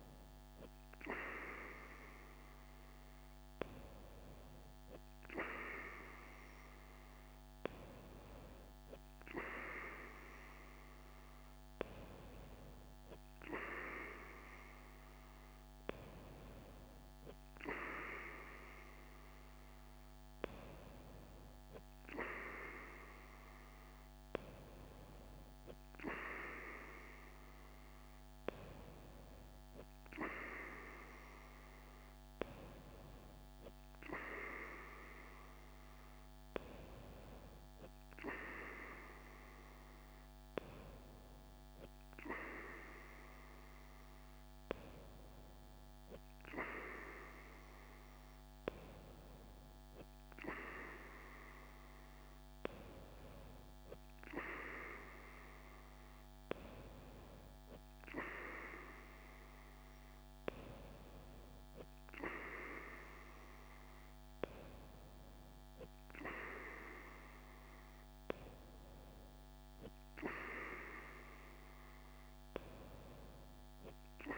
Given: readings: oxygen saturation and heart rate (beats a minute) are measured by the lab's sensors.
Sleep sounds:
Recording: breathing in sleep by a microphone on the trachea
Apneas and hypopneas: none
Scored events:
none scored
From the record:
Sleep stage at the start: N2 (light sleep)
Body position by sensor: on the right side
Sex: female

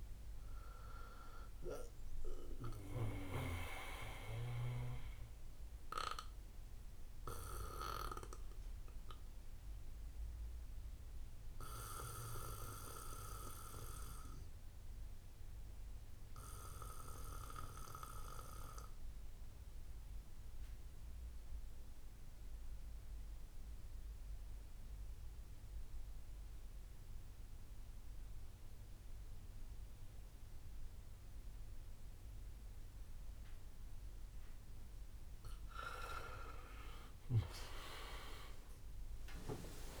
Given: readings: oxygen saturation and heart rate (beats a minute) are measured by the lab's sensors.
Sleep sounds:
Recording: breathing in sleep by a room microphone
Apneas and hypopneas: 1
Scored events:
0.00-1.00 s: long interval between heartbeats (device-marked, heart rate 75 extreme)
0.00-19.00 s: oxygen desaturation (device-marked, oxygen 90% lowest, heart rate 57 extreme)
2.00-4.00 s: long interval between heartbeats (device-marked, heart rate 63 before, 84 extreme)
6.00-8.00 s: long interval between heartbeats (device-marked, heart rate 67 before, 79 extreme)
8.00-34.00 s: obstructive apnea (oxygen 98% before, 89% lowest, heart rate 70 before, 55 extreme, up 19 after)
9.00-17.00 s: bradycardia (device-marked, heart rate 68 before, 57 extreme)
33.00-40.00 s: oxygen desaturation (device-marked, oxygen 98% before, 89% lowest, heart rate 60 before, 55 extreme)
37.00-40.00 s: drop in pulse transit time (device-marked, heart rate 62 before, 68 extreme)
37.50-39.50 s: long interval between heartbeats (device-marked, heart rate 62 before, 73 extreme)
37.50-40.00 s: arousal
From the record:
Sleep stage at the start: N2 (light sleep)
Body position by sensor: on the back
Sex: male

